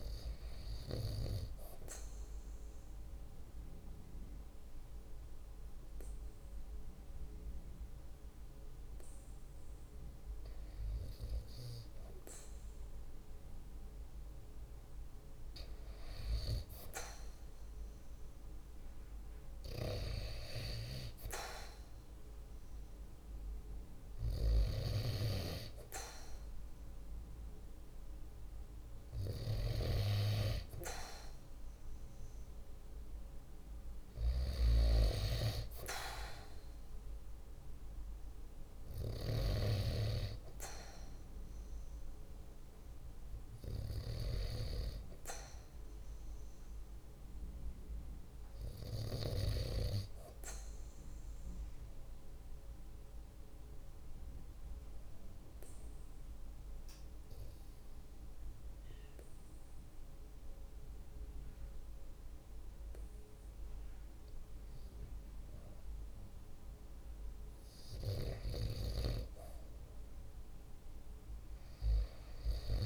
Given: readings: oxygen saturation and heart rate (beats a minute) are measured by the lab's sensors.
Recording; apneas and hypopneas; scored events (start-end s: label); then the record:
breathing in sleep by a room microphone; 2
0.50-15.00 s: hypopnea (oxygen 96% before, 94% lowest, heart rate 48 before, 47 extreme, up 2 after)
17.00-20.50 s: arousal
50.00-62.50 s: obstructive apnea (oxygen 96% before, 93% lowest, heart rate 51 before, 47 extreme, up 2 after)
64.50-68.50 s: arousal
From the record:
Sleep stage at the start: REM sleep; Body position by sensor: on the right side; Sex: male